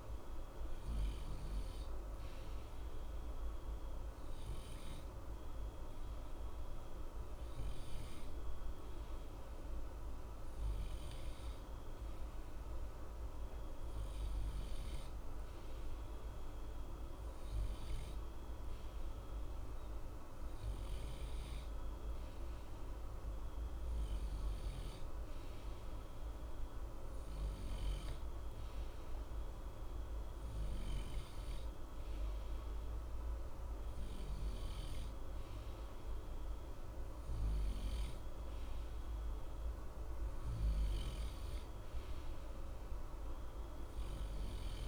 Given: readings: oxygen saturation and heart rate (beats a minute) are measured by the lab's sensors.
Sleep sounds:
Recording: breathing in sleep, hard to hear, by a room microphone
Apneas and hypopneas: 1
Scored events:
0.00-3.00 s: arousal
6.00-17.00 s: hypopnea (oxygen 93% before, 92% lowest, heart rate 60 before, 60 extreme, up 0 after)
19.50-23.00 s: arousal
From the record:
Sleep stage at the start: N2 (light sleep)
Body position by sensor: on the right side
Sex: male

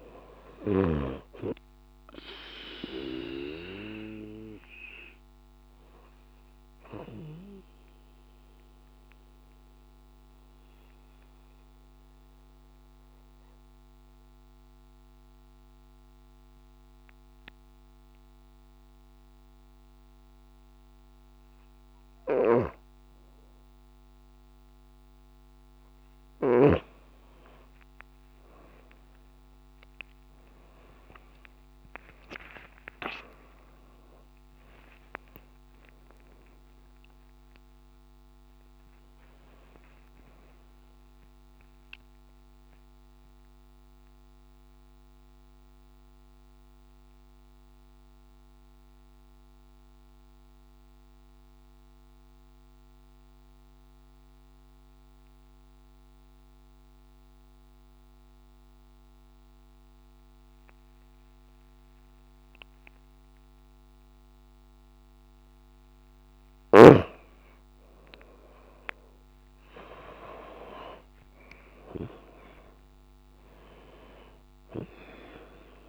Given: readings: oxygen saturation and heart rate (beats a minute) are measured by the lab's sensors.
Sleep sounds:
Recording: breathing in sleep by a microphone on the trachea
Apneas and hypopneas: 2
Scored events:
0.00-19.50 s: oxygen desaturation (device-marked, oxygen 92% lowest)
8.00-21.00 s: central apnea (oxygen 97% before, 92% lowest)
13.00-15.00 s: long interval between heartbeats (device-marked)
28.00-32.50 s: arousal
29.00-31.00 s: long interval between heartbeats (device-marked)
32.50-34.50 s: long interval between heartbeats (device-marked)
36.50-38.50 s: long interval between heartbeats (device-marked)
38.50-40.50 s: long interval between heartbeats (device-marked)
41.50-43.50 s: long interval between heartbeats (device-marked, heart rate 31 before, 111 extreme)
43.00-64.00 s: mixed apnea (oxygen 96% before, 90% lowest)
47.00-49.00 s: long interval between heartbeats (device-marked, heart rate 52 before, 41 extreme)
52.00-54.00 s: long interval between heartbeats (device-marked, heart rate 61 before, 32 extreme)
67.50-72.50 s: arousal
From the record:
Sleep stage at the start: N2 (light sleep)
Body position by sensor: on the back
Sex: female

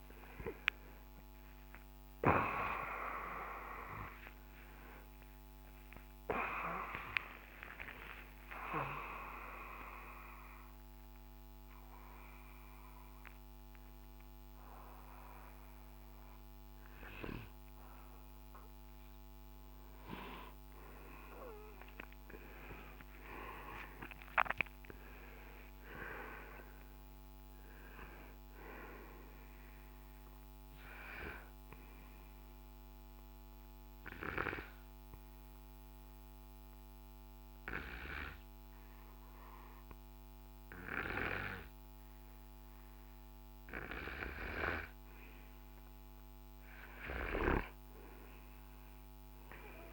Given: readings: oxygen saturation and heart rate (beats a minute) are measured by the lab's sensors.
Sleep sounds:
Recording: a person partly awake in a sleep study, by a microphone on the trachea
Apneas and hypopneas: 1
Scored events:
3.50-33.50 s: new sleep stage, N1 (lightest sleep)
26.50-42.50 s: oxygen desaturation (device-marked, oxygen 97% before, 90% lowest, heart rate 76 before, 54 extreme)
32.00-44.00 s: hypopnea (oxygen 97% before, 90% lowest, heart rate 73 before, 54 extreme, up 9 after)
33.50-49.93 s: new sleep stage, N2 (light sleep)
47.50-49.93 s: arousal
From the record:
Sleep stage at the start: awake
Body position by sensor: on the right side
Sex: male

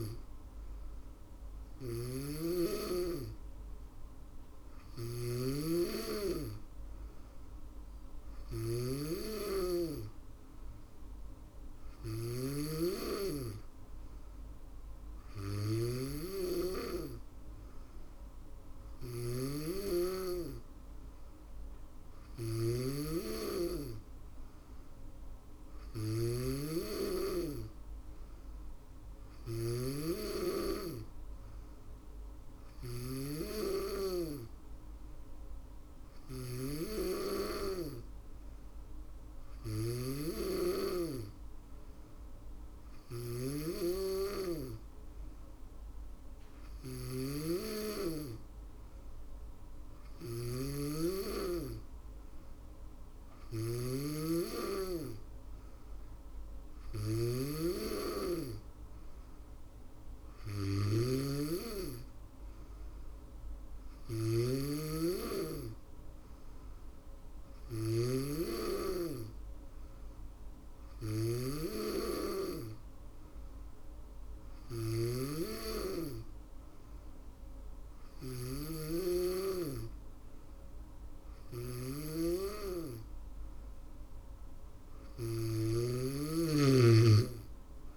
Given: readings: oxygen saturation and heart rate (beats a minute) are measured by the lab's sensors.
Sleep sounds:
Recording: breathing in sleep by a room microphone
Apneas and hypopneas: none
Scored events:
0.00-87.97 s: snoring (device-marked)
85.50-87.97 s: drop in pulse transit time (device-marked, heart rate 64 before, 58 extreme)
From the record:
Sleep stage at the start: N2 (light sleep)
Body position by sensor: on the back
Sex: female

